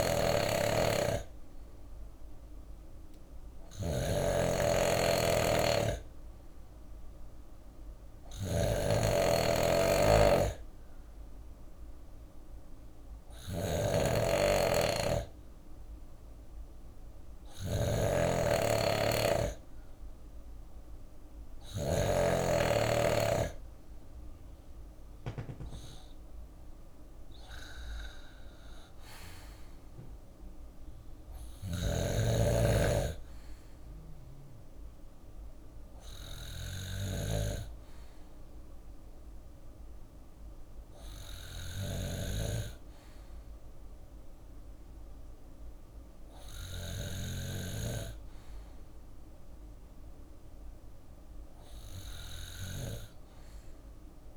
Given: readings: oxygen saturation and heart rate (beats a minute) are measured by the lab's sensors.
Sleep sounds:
breathing in sleep by a room microphone; none
0.00-8.00 s: bradycardia (device-marked, heart rate 58 extreme)
0.00-21.00 s: snoring (device-marked)
16.00-18.00 s: bradycardia (device-marked, heart rate 52 before, 60 extreme)
20.00-22.00 s: bradycardia (device-marked, heart rate 52 before, 59 extreme)
25.00-37.00 s: drop in pulse transit time (device-marked, heart rate 59 before, 54 extreme)
30.50-54.37 s: snoring (device-marked)
31.00-42.00 s: bradycardia (device-marked, heart rate 52 before, 54 extreme)
From the record:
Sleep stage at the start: N2 (light sleep); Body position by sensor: on the left side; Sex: male

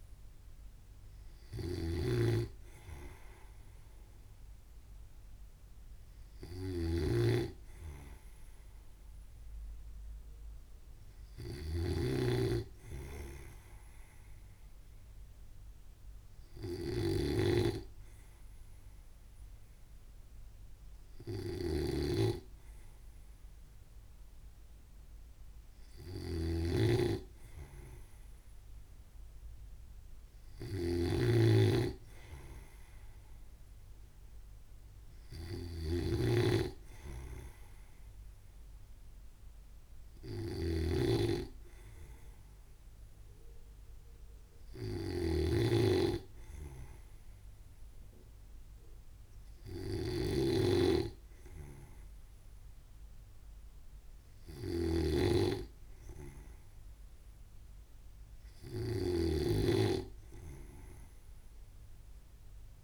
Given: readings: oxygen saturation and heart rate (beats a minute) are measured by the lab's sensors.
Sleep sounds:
breathing in sleep by a room microphone; none
0.00-62.84 s: snoring (device-marked)
From the record:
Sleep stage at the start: N2 (light sleep); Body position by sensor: on the right side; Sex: male

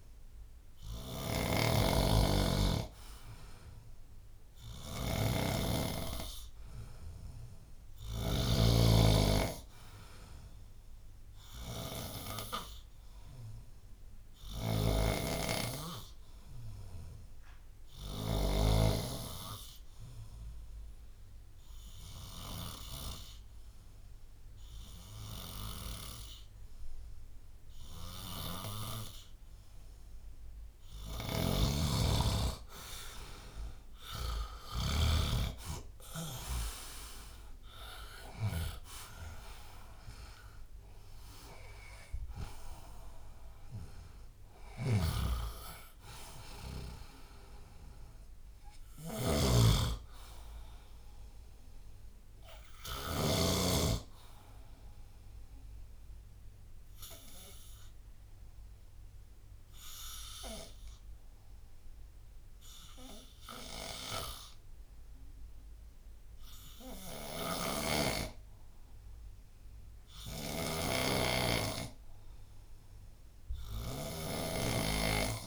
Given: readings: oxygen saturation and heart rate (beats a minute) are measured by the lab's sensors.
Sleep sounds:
breathing in sleep by a room microphone; 2
0.00-2.00 s: arousal
0.00-8.50 s: snoring (device-marked)
0.00-36.50 s: oxygen desaturation (device-marked, oxygen 82% lowest, heart rate 71 extreme)
14.50-18.50 s: snoring (device-marked)
19.50-30.50 s: obstructive apnea (oxygen 90% before, 82% lowest, heart rate 84 before, 77 extreme, up 8 after)
31.00-35.00 s: snoring (device-marked)
32.50-37.00 s: arousal
44.50-53.50 s: snoring (device-marked)
52.50-75.47 s: new sleep stage, N2 (light sleep)
55.50-67.50 s: obstructive apnea (oxygen 92% before, 89% lowest, heart rate 84 before, 65 extreme, up 14 after)
67.50-75.47 s: snoring (device-marked)
71.00-74.50 s: arousal
From the record:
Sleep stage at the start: REM sleep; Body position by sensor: on the back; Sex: male

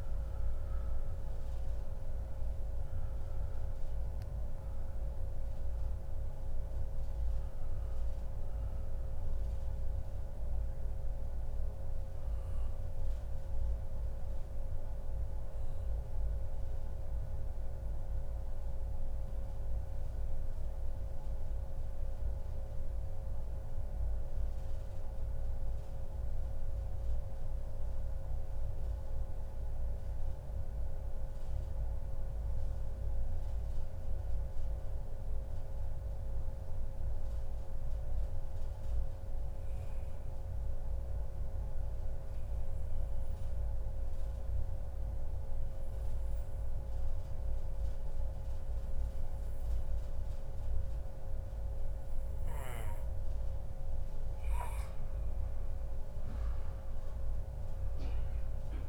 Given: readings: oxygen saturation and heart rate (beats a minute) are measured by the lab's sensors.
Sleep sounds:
breathing in sleep, hard to hear, by a room microphone; 1
0.00-3.50 s: oxygen desaturation (device-marked, oxygen 93% lowest, heart rate 139 extreme)
10.00-53.50 s: mixed apnea (oxygen 97% before, 92% lowest, heart rate 140 before, 122 extreme, up 20 after)
48.50-58.88 s: oxygen desaturation (device-marked, oxygen 99% before, 93% lowest, heart rate 143 before, 88 extreme)
50.50-52.50 s: long interval between heartbeats (device-marked, heart rate 143 before, 130 extreme)
55.00-57.50 s: arousal
From the record:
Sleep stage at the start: N2 (light sleep); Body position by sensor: on the back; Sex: male

